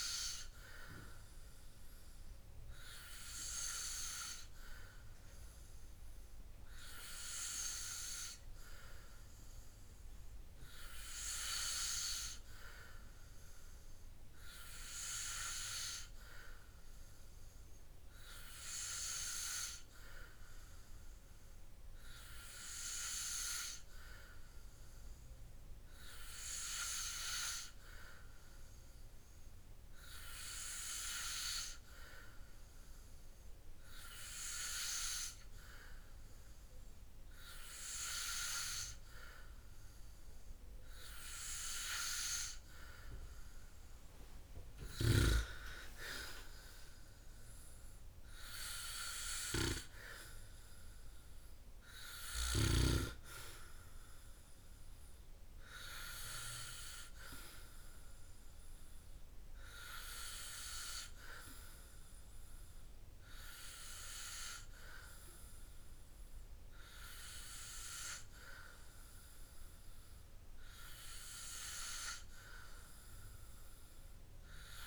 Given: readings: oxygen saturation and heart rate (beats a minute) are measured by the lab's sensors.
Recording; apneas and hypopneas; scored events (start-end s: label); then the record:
breathing in sleep by a room microphone; none
none scored
From the record:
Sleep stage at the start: N3 (deep sleep); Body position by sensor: on the back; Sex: male